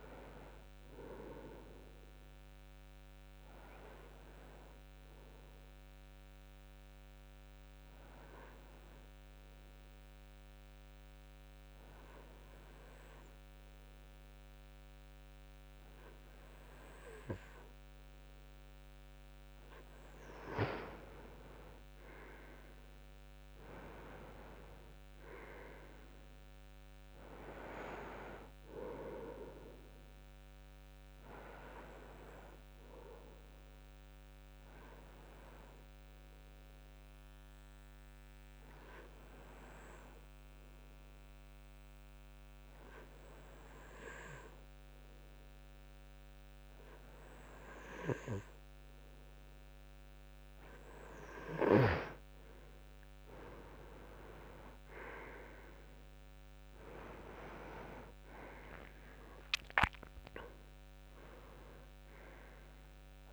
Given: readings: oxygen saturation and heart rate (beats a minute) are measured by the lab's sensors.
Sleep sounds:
breathing in sleep by a microphone on the trachea; 2
0.00-11.00 s: oxygen desaturation (device-marked, oxygen 92% lowest, heart rate 64 extreme)
4.50-19.50 s: obstructive apnea (oxygen 96% before, 92% lowest, heart rate 72 before, 66 extreme, up 12 after)
21.50-25.50 s: arousal
33.50-49.00 s: hypopnea (oxygen 95% before, 92% lowest, heart rate 72 before, 70 extreme, up 7 after)
44.00-54.00 s: oxygen desaturation (device-marked, oxygen 95% before, 92% lowest, heart rate 72 before, 70 extreme)
53.00-57.00 s: arousal
56.00-63.33 s: oxygen desaturation (device-marked, oxygen 96% before, 93% lowest, heart rate 72 before, 69 extreme)
From the record:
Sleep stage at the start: N2 (light sleep); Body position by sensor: on the back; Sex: male

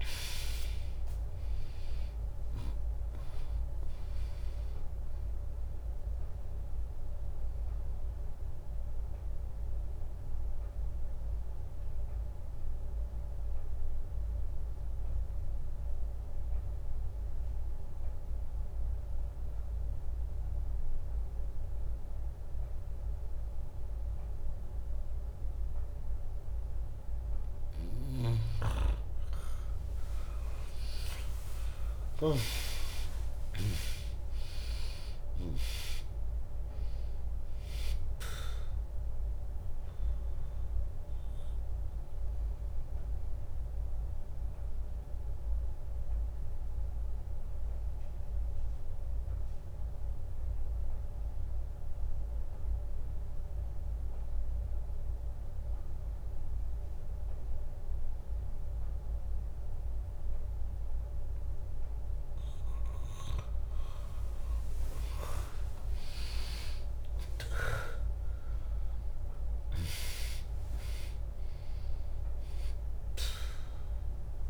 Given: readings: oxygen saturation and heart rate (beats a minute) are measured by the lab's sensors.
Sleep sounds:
breathing in sleep by a room microphone; 2
0.00-8.00 s: drop in pulse transit time (device-marked, heart rate 62 extreme)
0.00-20.00 s: oxygen desaturation (device-marked, oxygen 95% lowest, heart rate 60 extreme)
5.50-26.50 s: obstructive apnea (oxygen 100% before, 94% lowest, heart rate 70 before, 60 extreme, up 0 after)
30.00-34.50 s: arousal
33.00-46.00 s: drop in pulse transit time (device-marked, heart rate 63 before, 62 extreme)
37.00-59.00 s: oxygen desaturation (device-marked, oxygen 99% before, 94% lowest, heart rate 63 before, 61 extreme)
40.00-63.00 s: obstructive apnea (oxygen 100% before, 94% lowest, heart rate 64 before, 61 extreme, up 0 after)
65.00-70.00 s: arousal
67.00-74.50 s: drop in pulse transit time (device-marked, heart rate 72 before, 61 extreme)
70.00-74.50 s: oxygen desaturation (device-marked, oxygen 100% before, 95% lowest, heart rate 70 before, 59 extreme)
From the record:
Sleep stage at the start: N2 (light sleep); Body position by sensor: on the back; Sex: female

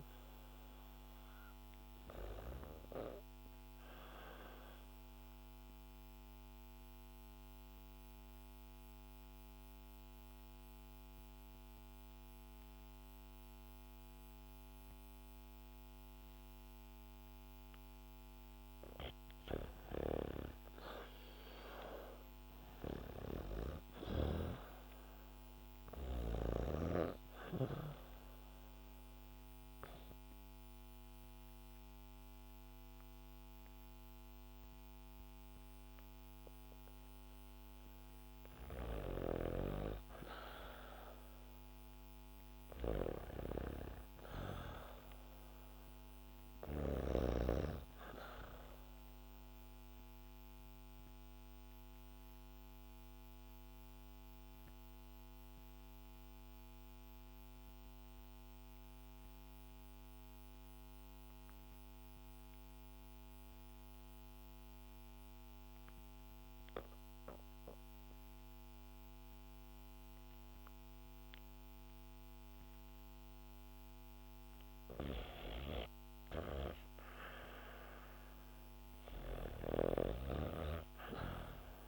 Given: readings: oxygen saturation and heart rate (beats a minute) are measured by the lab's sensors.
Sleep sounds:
breathing in sleep by a microphone on the trachea; 3
2.50-18.00 s: obstructive apnea (oxygen 100% before, 92% lowest, heart rate 74 before, 66 extreme, up 8 after)
18.50-41.50 s: oxygen desaturation (device-marked, oxygen 99% before, 92% lowest, heart rate 70 before, 67 extreme)
19.50-22.50 s: arousal
28.00-38.50 s: obstructive apnea (oxygen 99% before, 88% lowest, heart rate 69 before, 67 extreme, up 8 after)
40.50-44.50 s: arousal
48.00-73.00 s: obstructive apnea (oxygen 99% before, 88% lowest, heart rate 71 before, 59 extreme)
70.50-81.88 s: oxygen desaturation (device-marked, oxygen 99% before, 88% lowest, heart rate 69 before, 59 extreme)
73.50-75.50 s: bradycardia (device-marked, heart rate 72 before, 61 extreme)
76.50-81.50 s: arousal
From the record:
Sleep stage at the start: N2 (light sleep); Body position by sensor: on the back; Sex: female

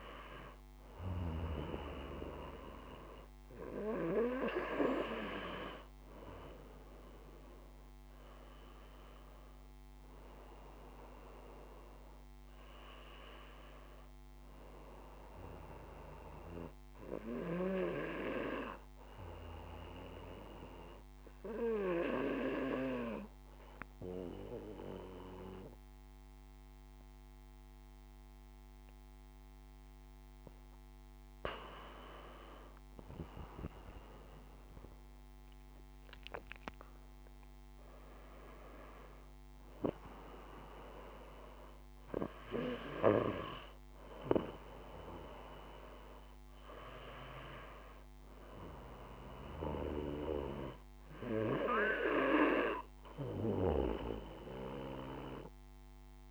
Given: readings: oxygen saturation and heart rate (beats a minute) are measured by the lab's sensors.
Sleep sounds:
breathing in sleep by a microphone on the trachea; 1
17.50-30.00 s: obstructive apnea (oxygen 97% before, 94% lowest, heart rate 54 before, 52 extreme, up 5 after)
32.50-35.50 s: arousal
From the record:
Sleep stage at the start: N2 (light sleep); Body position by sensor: on the back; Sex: male

